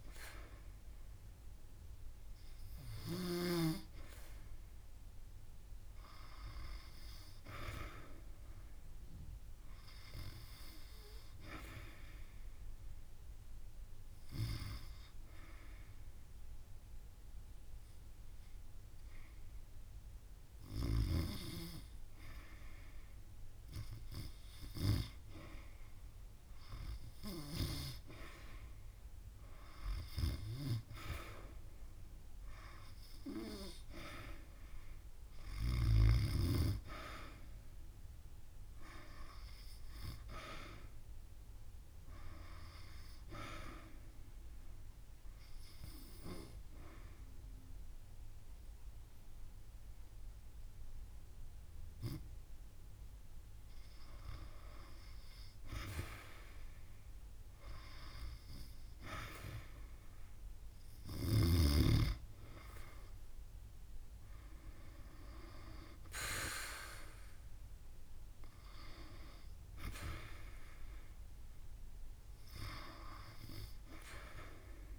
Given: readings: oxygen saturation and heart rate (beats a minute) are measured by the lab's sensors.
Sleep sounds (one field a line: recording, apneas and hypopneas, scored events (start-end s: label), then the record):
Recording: breathing in sleep by a room microphone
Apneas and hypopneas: 2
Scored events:
8.00-22.50 s: hypopnea (oxygen 97% before, 91% lowest)
25.00-29.00 s: arousal
31.00-46.00 s: oxygen desaturation (device-marked, oxygen 95% before, 91% lowest)
43.00-54.00 s: obstructive apnea (oxygen 95% before, 91% lowest)
55.50-59.00 s: arousal
74.00-74.99 s: new sleep stage, REM sleep
From the record:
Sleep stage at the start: N2 (light sleep)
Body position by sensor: on the back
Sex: female